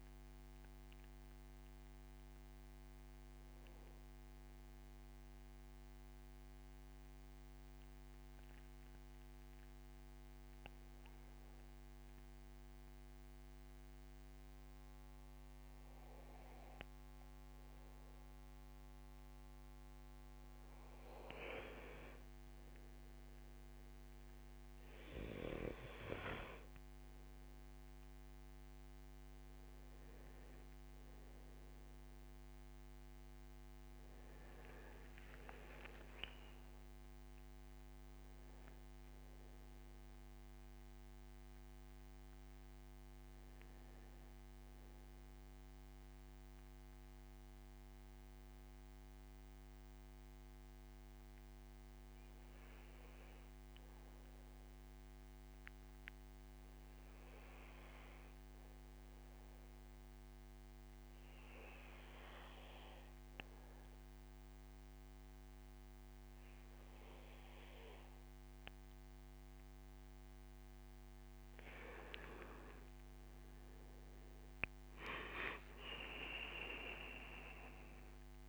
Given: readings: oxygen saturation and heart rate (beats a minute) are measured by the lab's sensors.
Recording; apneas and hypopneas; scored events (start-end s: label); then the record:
breathing in sleep by a microphone on the trachea; 2
0.00-2.50 s: oxygen desaturation (device-marked, oxygen 89% lowest, heart rate 67 extreme)
5.50-21.00 s: mixed apnea (oxygen 96% before, 91% lowest, heart rate 78 before, 68 extreme, up 8 after)
23.00-26.50 s: arousal
41.00-70.00 s: obstructive apnea (oxygen 99% before, 89% lowest, heart rate 78 before, 64 extreme, up 11 after)
62.50-78.49 s: oxygen desaturation (device-marked, oxygen 98% before, 93% lowest, heart rate 72 before, 64 extreme)
71.50-75.50 s: arousal
From the record:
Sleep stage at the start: N2 (light sleep); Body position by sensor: on the back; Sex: male